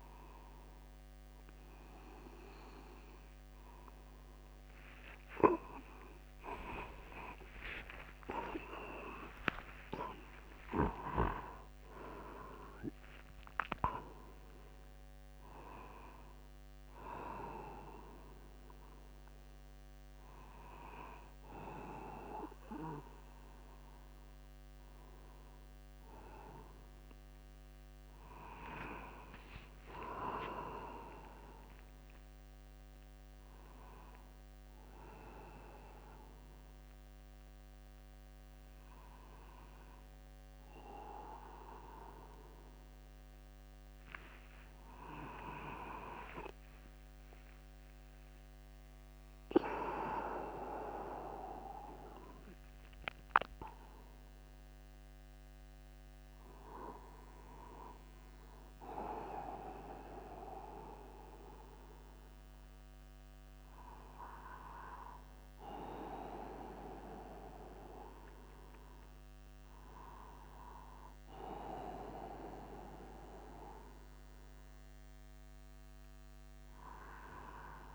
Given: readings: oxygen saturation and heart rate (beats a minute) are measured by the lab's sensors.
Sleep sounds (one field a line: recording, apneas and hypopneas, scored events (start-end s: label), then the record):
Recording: a person awake in a sleep study, by a microphone on the trachea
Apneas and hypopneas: none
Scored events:
6.00-8.00 s: long interval between heartbeats (device-marked, heart rate 53 before, 70 extreme)
10.50-12.50 s: long interval between heartbeats (device-marked, heart rate 64 before, 173 extreme)
15.00-17.00 s: long interval between heartbeats (device-marked, heart rate 89 before, 139 extreme)
29.50-31.50 s: long interval between heartbeats (device-marked, heart rate 100 before, 83 extreme)
32.50-34.50 s: long interval between heartbeats (device-marked, heart rate 90 before, 121 extreme)
40.00-42.00 s: long interval between heartbeats (device-marked, heart rate 79 before, 67 extreme)
45.00-47.00 s: long interval between heartbeats (device-marked, heart rate 81 before, 76 extreme)
48.50-50.50 s: long interval between heartbeats (device-marked, heart rate 86 before, 93 extreme)
63.00-65.00 s: long interval between heartbeats (device-marked, heart rate 68 before, 58 extreme)
69.50-71.50 s: long interval between heartbeats (device-marked, heart rate 64 before, 68 extreme)
From the record:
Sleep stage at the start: awake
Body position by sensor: upright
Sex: male